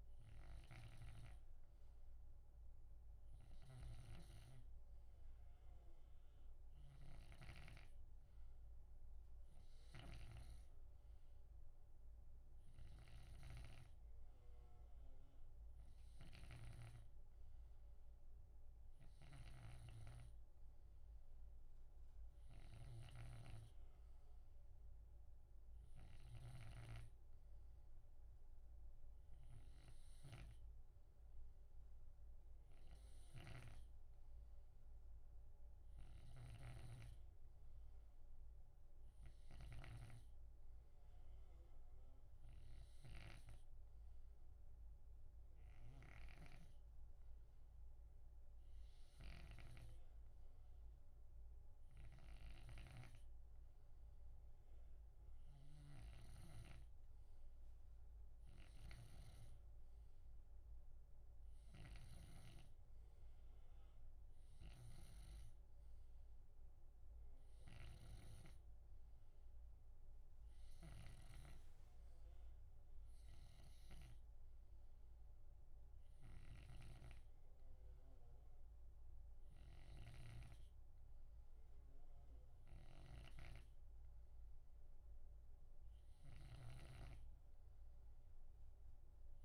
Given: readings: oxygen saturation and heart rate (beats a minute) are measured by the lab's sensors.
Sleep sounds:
breathing in sleep by a room microphone; none
0.00-71.50 s: snoring (device-marked)
76.00-89.45 s: snoring (device-marked)
From the record:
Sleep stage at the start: N2 (light sleep); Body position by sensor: on the left side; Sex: male

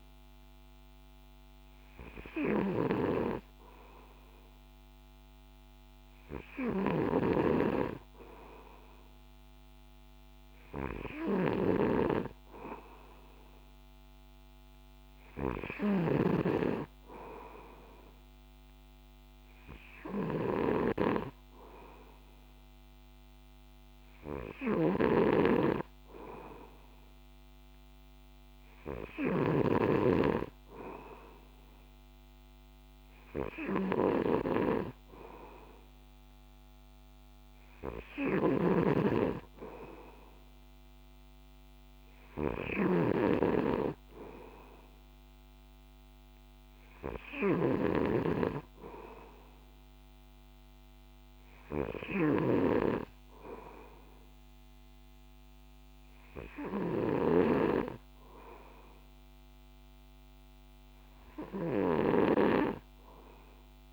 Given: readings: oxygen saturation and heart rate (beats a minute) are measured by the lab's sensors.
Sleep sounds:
breathing in sleep by a microphone on the trachea; none
0.00-29.50 s: snoring (device-marked)
38.00-63.93 s: snoring (device-marked)
From the record:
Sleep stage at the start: N2 (light sleep); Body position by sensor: on the back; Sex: male

